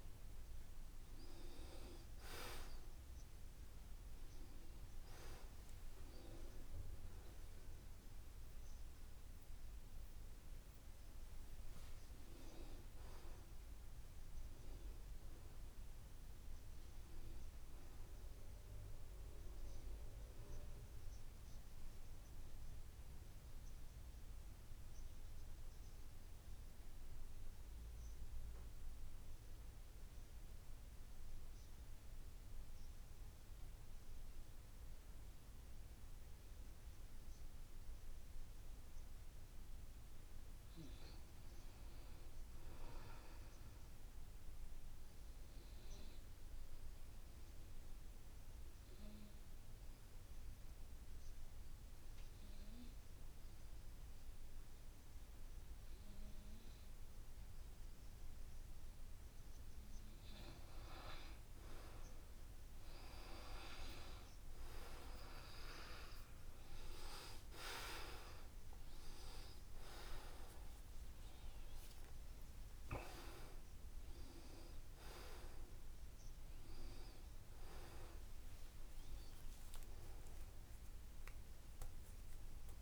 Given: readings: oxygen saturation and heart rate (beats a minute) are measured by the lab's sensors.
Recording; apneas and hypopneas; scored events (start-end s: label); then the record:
breathing in sleep by a room microphone; 2
0.00-18.00 s: oxygen desaturation (device-marked, oxygen 80% lowest, heart rate 72 extreme)
18.50-21.50 s: arousal
24.00-40.00 s: obstructive apnea (oxygen 98% before, 86% lowest, heart rate 74 before, 70 extreme, up 5 after)
40.00-58.00 s: oxygen desaturation (device-marked, oxygen 96% before, 87% lowest, heart rate 73 before, 70 extreme)
42.50-45.00 s: arousal
46.50-60.00 s: obstructive apnea (oxygen 98% before, 86% lowest, heart rate 73 before, 71 extreme, up 7 after)
61.00-82.82 s: new sleep stage, N1 (lightest sleep)
64.00-82.82 s: oxygen desaturation (device-marked, oxygen 90% before, 86% lowest, heart rate 73 before, 73 extreme)
79.00-82.82 s: arousal
From the record:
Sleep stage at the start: N2 (light sleep); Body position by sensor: on the back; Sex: male